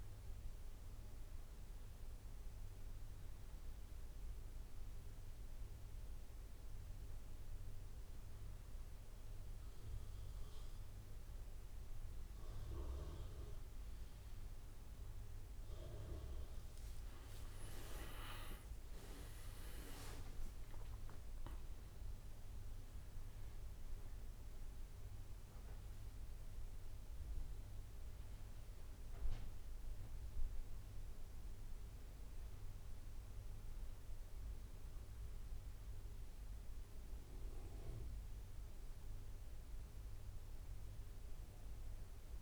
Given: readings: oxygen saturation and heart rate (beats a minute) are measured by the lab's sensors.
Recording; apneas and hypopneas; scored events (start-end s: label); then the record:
a person partly awake in a sleep study, by a room microphone; none
29.50-42.42 s: new sleep stage, awake
From the record:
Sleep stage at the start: N1 (lightest sleep); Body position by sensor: on the back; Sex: male